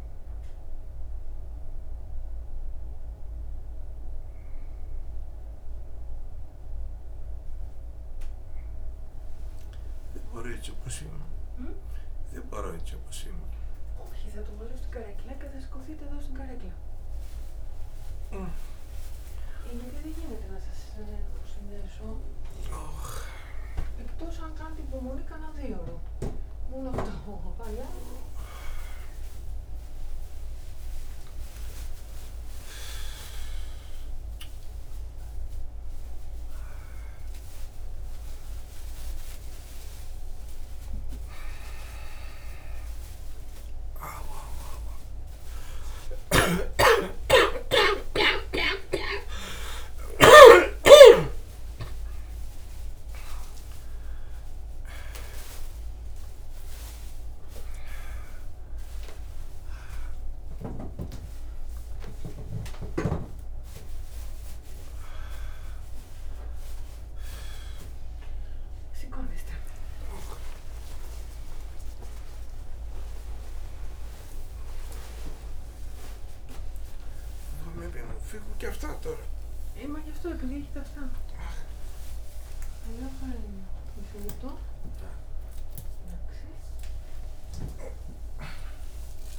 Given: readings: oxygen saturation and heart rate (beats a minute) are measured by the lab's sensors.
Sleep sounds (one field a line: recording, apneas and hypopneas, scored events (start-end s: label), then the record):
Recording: a person awake in a sleep study, by a room microphone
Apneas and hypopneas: none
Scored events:
45.50-49.50 s: snoring (device-marked)
From the record:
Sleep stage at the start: awake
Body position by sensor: on the back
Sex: male